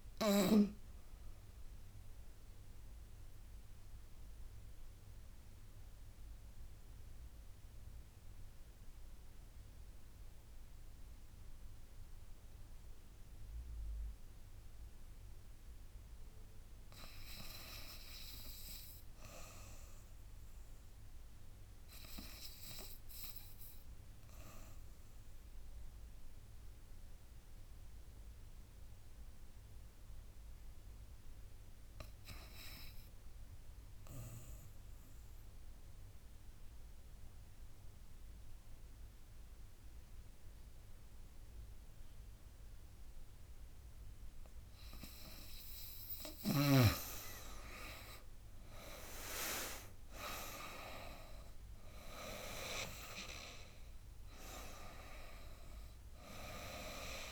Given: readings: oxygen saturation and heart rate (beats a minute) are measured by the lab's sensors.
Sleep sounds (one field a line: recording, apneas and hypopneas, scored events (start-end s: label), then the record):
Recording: breathing in sleep by a room microphone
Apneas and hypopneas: 2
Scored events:
0.00-2.50 s: drop in pulse transit time (device-marked, heart rate 84 extreme)
0.00-12.50 s: oxygen desaturation (device-marked, oxygen 90% lowest, heart rate 75 extreme)
1.50-15.00 s: obstructive apnea (oxygen 97% before, 85% lowest, heart rate 85 before, 75 extreme, up 0 after)
17.50-20.00 s: arousal
25.50-37.50 s: drop in pulse transit time (device-marked, heart rate 80 before, 75 extreme)
28.50-45.50 s: oxygen desaturation (device-marked, oxygen 96% before, 88% lowest, heart rate 79 before, 75 extreme)
34.50-46.00 s: obstructive apnea (oxygen 97% before, 85% lowest, heart rate 79 before, 76 extreme, up 19 after)
47.50-51.00 s: arousal
48.50-57.31 s: drop in pulse transit time (device-marked, heart rate 78 before, 79 extreme)
50.50-57.31 s: oxygen desaturation (device-marked, oxygen 92% before, 85% lowest, heart rate 79 before, 76 extreme)
From the record:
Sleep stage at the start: N2 (light sleep)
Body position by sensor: on the back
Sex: female